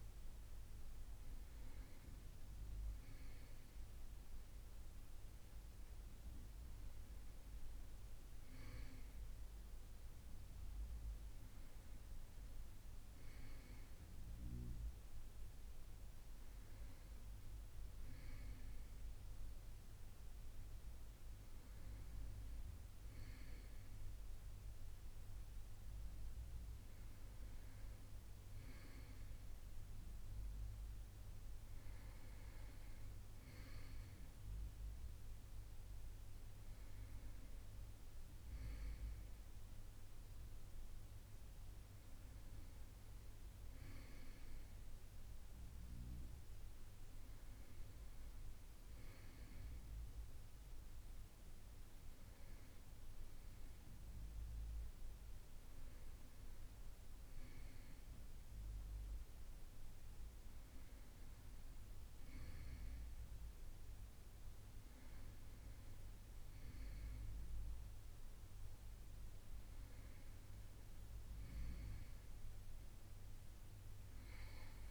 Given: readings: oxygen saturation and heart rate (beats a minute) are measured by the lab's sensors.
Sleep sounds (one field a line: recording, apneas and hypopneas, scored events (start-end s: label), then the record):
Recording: a person awake in a sleep study, hard to hear, by a room microphone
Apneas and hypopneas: none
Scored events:
none scored
From the record:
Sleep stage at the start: awake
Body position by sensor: on the right side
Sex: male